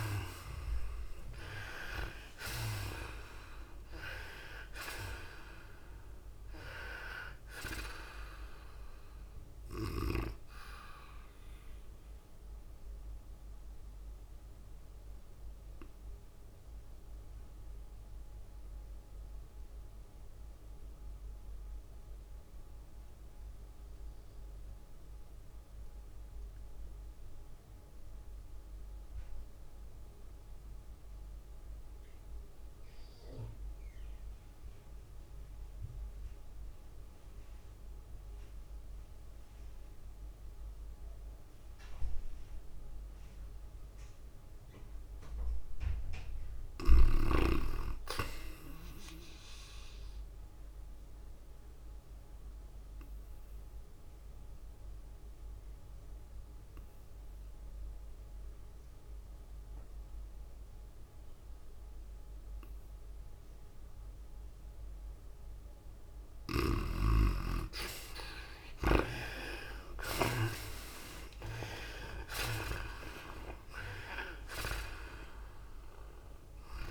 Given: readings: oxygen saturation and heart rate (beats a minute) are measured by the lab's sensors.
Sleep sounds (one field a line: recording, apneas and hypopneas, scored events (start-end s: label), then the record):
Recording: breathing in sleep by a room microphone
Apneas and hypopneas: 2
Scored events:
0.00-15.00 s: drop in pulse transit time (device-marked, heart rate 98 before, 105 extreme)
0.00-19.00 s: oxygen desaturation (device-marked, oxygen 66% lowest, heart rate 94 extreme)
0.00-32.00 s: tachycardia (device-marked, heart rate 116 extreme)
1.00-6.00 s: arousal
13.50-45.50 s: obstructive apnea (oxygen 74% before, 58% lowest, heart rate 108 before, 94 extreme, up 0 after)
21.00-62.00 s: oxygen desaturation (device-marked, oxygen 98% before, 61% lowest, heart rate 113 before, 94 extreme)
46.50-49.50 s: arousal
54.00-64.00 s: tachycardia (device-marked, heart rate 99 before, 105 extreme)
54.00-67.50 s: obstructive apnea (oxygen 94% before, 58% lowest, heart rate 97 before, 99 extreme, up 13 after)
64.00-76.91 s: oxygen desaturation (device-marked, oxygen 77% before, 58% lowest, heart rate 99 before, 95 extreme)
68.00-76.91 s: tachycardia (device-marked, heart rate 99 before, 117 extreme)
69.00-72.50 s: arousal
73.00-76.91 s: drop in pulse transit time (device-marked, heart rate 102 before, 108 extreme)
74.00-76.91 s: new sleep stage, N2 (light sleep)
From the record:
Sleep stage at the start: REM sleep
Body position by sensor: on the right side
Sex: female